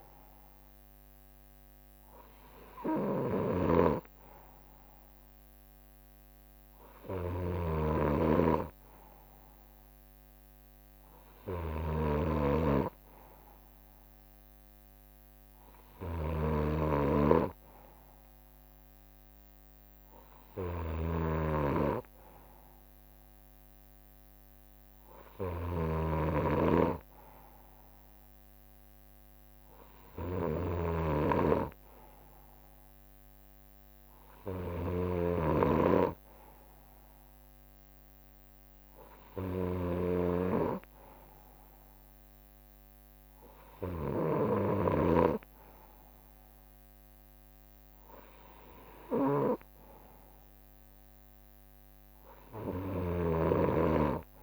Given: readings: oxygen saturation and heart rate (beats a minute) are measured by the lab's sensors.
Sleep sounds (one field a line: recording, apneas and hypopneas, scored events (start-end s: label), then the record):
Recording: breathing in sleep by a microphone on the trachea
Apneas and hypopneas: none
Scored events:
0.00-44.00 s: snoring (device-marked)
3.00-4.00 s: leg movement (device-marked)
30.00-32.00 s: leg movement (device-marked)
34.50-38.50 s: leg movement (device-marked)
38.50-39.50 s: leg movement (device-marked)
40.50-44.00 s: leg movement (device-marked)
52.50-54.43 s: leg movement (device-marked)
52.50-54.43 s: snoring (device-marked)
From the record:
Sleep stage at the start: N2 (light sleep)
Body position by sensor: on the right side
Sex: male